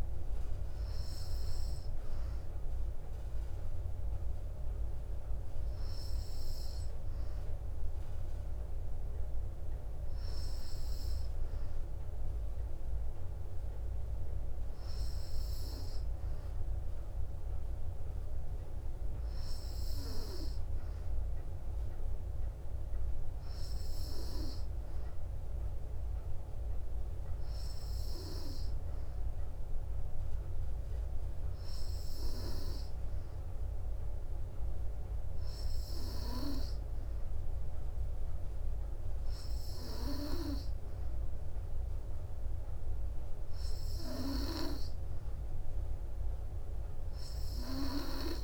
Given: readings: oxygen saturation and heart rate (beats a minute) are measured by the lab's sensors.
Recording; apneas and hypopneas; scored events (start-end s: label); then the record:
breathing in sleep by a room microphone; none
none scored
From the record:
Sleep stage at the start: N3 (deep sleep); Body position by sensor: on the back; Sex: female